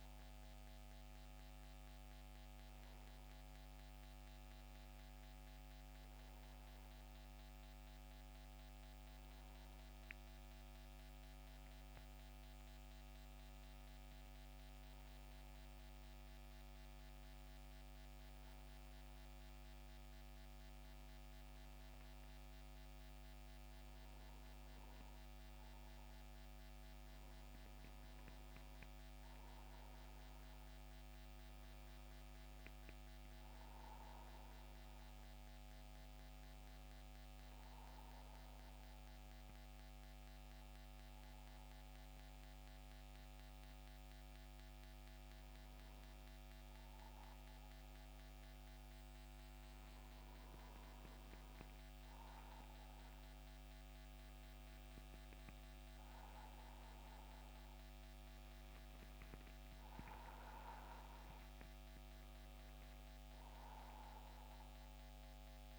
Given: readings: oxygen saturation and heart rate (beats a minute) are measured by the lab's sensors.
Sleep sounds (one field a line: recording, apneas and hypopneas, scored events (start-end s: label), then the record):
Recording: breathing in sleep, hard to hear, by a microphone on the trachea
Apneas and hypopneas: 2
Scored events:
10.00-13.50 s: arousal
17.00-27.00 s: hypopnea (oxygen 97% before, 91% lowest, heart rate 79 before, 74 extreme, up 8 after)
17.00-49.00 s: oxygen desaturation (device-marked, oxygen 96% before, 91% lowest, heart rate 79 before, 74 extreme)
28.50-32.50 s: arousal
39.00-50.50 s: hypopnea (oxygen 96% before, 91% lowest, heart rate 80 before, 74 extreme, up 11 after)
52.00-55.50 s: arousal
From the record:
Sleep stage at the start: N2 (light sleep)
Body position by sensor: on the back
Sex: male